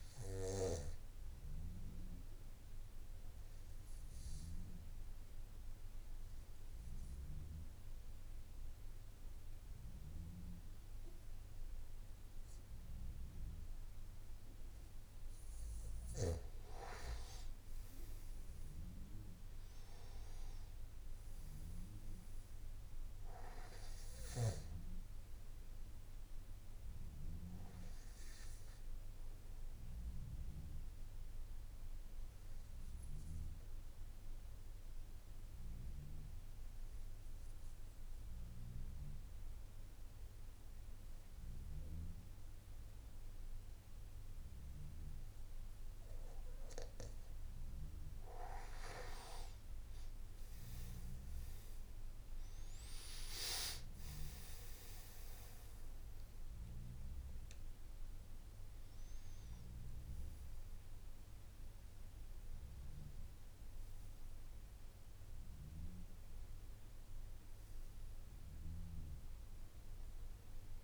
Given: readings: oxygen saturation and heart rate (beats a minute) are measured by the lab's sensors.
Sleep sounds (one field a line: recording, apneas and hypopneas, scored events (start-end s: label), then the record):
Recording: breathing in sleep by a room microphone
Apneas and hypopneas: 2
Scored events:
3.50-15.50 s: obstructive apnea (oxygen 97% before, 92% lowest, heart rate 55 before, 52 extreme, up 9 after)
26.00-45.00 s: oxygen desaturation (device-marked, oxygen 96% before, 92% lowest, heart rate 56 before, 52 extreme)
30.00-48.00 s: obstructive apnea (oxygen 96% before, 92% lowest, heart rate 56 before, 52 extreme, up 12 after)
55.00-65.00 s: oxygen desaturation (device-marked, oxygen 97% before, 92% lowest, heart rate 56 before, 54 extreme)
63.00-70.84 s: new sleep stage, N3 (deep sleep)
From the record:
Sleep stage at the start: N2 (light sleep)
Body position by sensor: on the back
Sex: male